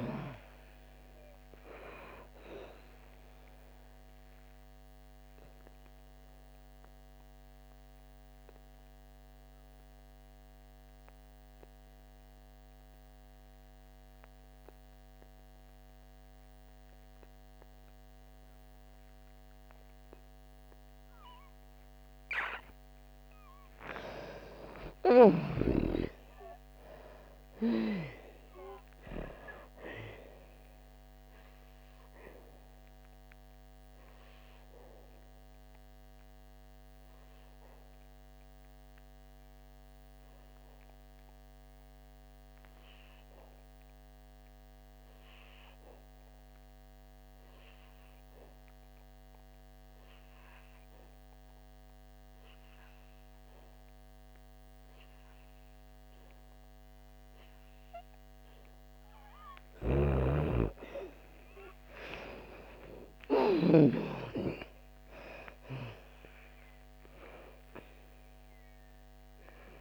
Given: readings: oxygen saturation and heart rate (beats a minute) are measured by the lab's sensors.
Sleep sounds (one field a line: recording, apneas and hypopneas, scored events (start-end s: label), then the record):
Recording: breathing in sleep by a microphone on the trachea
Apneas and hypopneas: 2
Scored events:
0.00-26.00 s: oxygen desaturation (device-marked, oxygen 86% lowest, heart rate 55 extreme)
4.00-22.50 s: obstructive apnea (oxygen 98% before, 86% lowest, heart rate 68 before, 55 extreme, up 12 after)
25.00-29.50 s: arousal
32.00-59.50 s: obstructive apnea (oxygen 97% before, 84% lowest, heart rate 63 before, 55 extreme, up 12 after)
42.00-52.00 s: oxygen desaturation (device-marked, oxygen 94% before, 86% lowest, heart rate 66 before, 58 extreme)
59.00-69.81 s: oxygen desaturation (device-marked, oxygen 98% before, 84% lowest, heart rate 59 before, 56 extreme)
60.00-64.00 s: snoring (device-marked)
62.00-67.00 s: arousal
From the record:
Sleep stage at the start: N2 (light sleep)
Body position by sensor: on the back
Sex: female